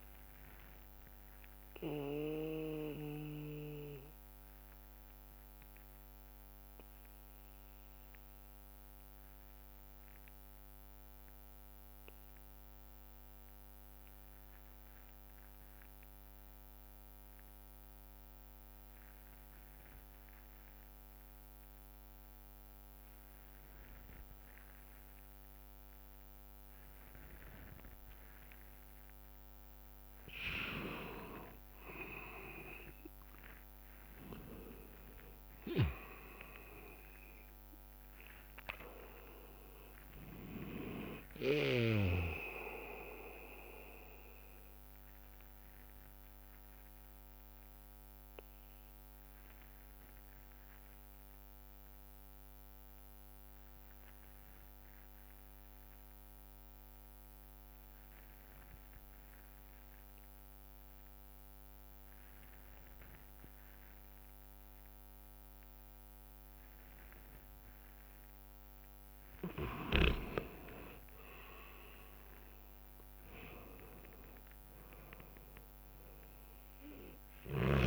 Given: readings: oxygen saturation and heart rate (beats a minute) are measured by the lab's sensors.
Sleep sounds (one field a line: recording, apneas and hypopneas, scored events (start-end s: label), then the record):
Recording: breathing in sleep by a microphone on the trachea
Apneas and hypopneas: 2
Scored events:
0.00-1.00 s: bradycardia (device-marked, heart rate 58 extreme)
0.00-5.00 s: oxygen desaturation (device-marked, oxygen 90% lowest, heart rate 56 extreme)
1.50-29.00 s: obstructive apnea (oxygen 99% before, 89% lowest, heart rate 64 before, 54 extreme, up 7 after)
4.00-17.00 s: bradycardia (device-marked, heart rate 67 before, 56 extreme)
27.00-52.00 s: oxygen desaturation (device-marked, oxygen 98% before, 89% lowest, heart rate 59 before, 54 extreme)
31.50-36.50 s: arousal
37.00-39.00 s: long interval between heartbeats (device-marked, heart rate 63 before, 77 extreme)
43.00-52.00 s: bradycardia (device-marked, heart rate 68 before, 54 extreme)
46.50-69.50 s: obstructive apnea (oxygen 98% before, 87% lowest, heart rate 69 before, 57 extreme, up 6 after)
53.00-56.00 s: bradycardia (device-marked, heart rate 67 before, 58 extreme)
69.00-77.87 s: oxygen desaturation (device-marked, oxygen 98% before, 91% lowest, heart rate 60 before, 56 extreme)
71.00-75.50 s: arousal
From the record:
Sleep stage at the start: N2 (light sleep)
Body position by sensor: on the back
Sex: male